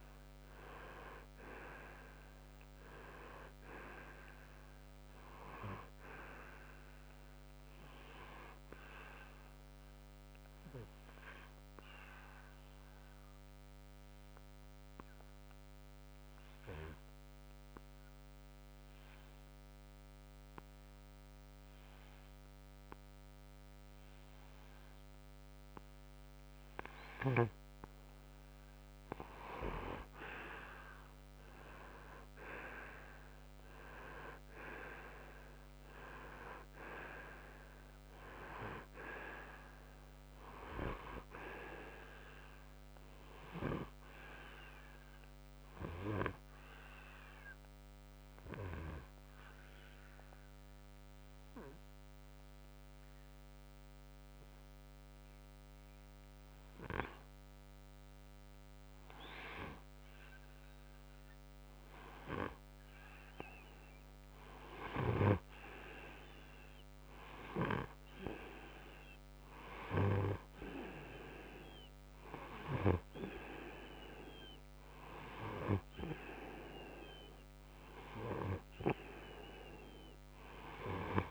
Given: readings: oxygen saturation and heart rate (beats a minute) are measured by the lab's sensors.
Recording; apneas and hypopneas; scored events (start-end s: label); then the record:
breathing in sleep by a microphone on the trachea; 2
9.00-27.50 s: obstructive apnea (oxygen 95% before, 89% lowest, heart rate 64 before, 61 extreme, up 6 after)
30.00-33.00 s: arousal
43.50-64.00 s: obstructive apnea (oxygen 95% before, 89% lowest, heart rate 66 before, 60 extreme, up 3 after)
51.50-66.50 s: oxygen desaturation (device-marked, oxygen 93% before, 89% lowest, heart rate 67 before, 60 extreme)
66.50-70.00 s: arousal
From the record:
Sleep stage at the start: N2 (light sleep); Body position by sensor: on the front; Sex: male